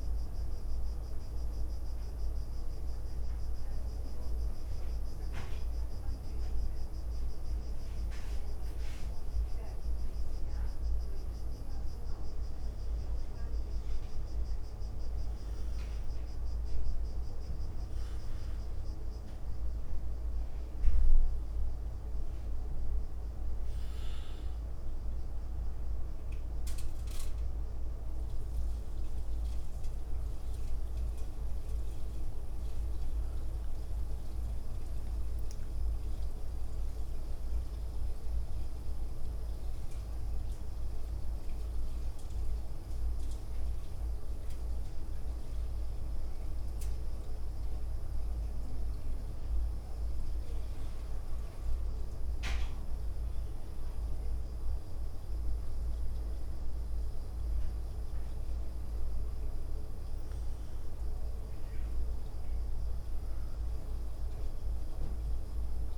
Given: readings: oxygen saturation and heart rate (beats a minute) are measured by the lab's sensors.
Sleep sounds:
breathing in sleep, hard to hear, by a room microphone; none
0.00-3.50 s: leg movement (device-marked)
4.50-7.00 s: leg movement (device-marked)
7.50-9.50 s: leg movement (device-marked)
16.50-65.98 s: new sleep stage, N2 (light sleep)
39.50-40.50 s: leg movement (device-marked)
42.00-43.50 s: leg movement (device-marked)
44.50-46.50 s: leg movement (device-marked)
45.50-49.00 s: arousal
47.50-49.00 s: leg movement (device-marked)
50.50-51.50 s: leg movement (device-marked)
53.00-54.50 s: leg movement (device-marked)
58.00-60.50 s: leg movement (device-marked)
61.50-63.50 s: leg movement (device-marked)
From the record:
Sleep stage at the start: N1 (lightest sleep); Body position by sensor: on the right side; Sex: female

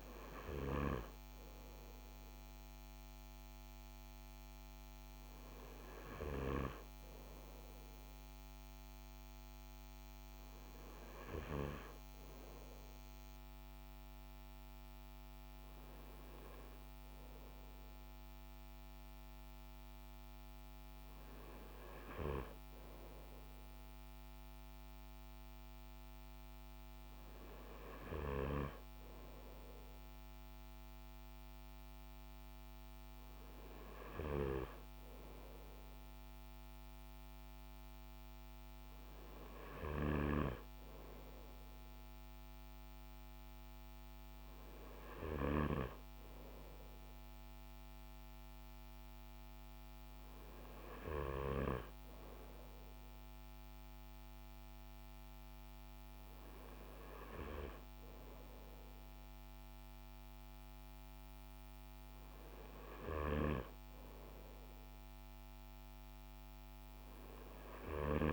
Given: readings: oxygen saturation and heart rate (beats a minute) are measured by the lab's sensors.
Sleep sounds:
breathing in sleep by a microphone on the trachea; none
0.00-6.00 s: snoring (device-marked)
27.50-51.00 s: snoring (device-marked)
62.50-68.00 s: snoring (device-marked)
From the record:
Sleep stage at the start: N2 (light sleep); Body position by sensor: on the front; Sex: male

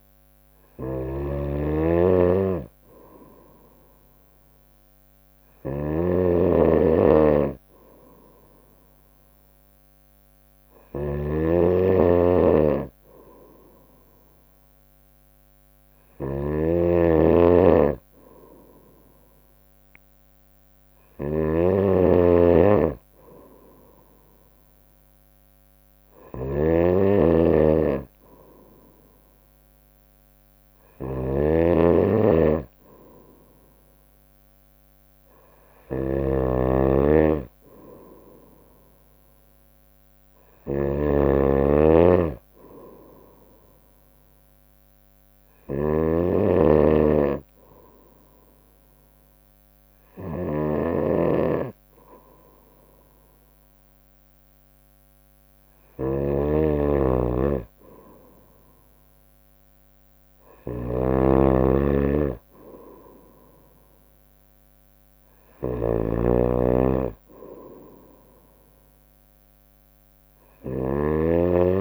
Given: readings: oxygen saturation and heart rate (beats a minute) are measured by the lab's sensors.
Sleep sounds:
breathing in sleep by a microphone on the trachea; 1
0.00-71.81 s: snoring (device-marked)
40.00-42.50 s: arousal
45.50-57.50 s: obstructive apnea (oxygen 95% before, 94% lowest, heart rate 62 before, 59 extreme, up 2 after)
59.00-62.50 s: arousal
From the record:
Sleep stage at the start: N2 (light sleep); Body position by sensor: on the right side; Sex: female

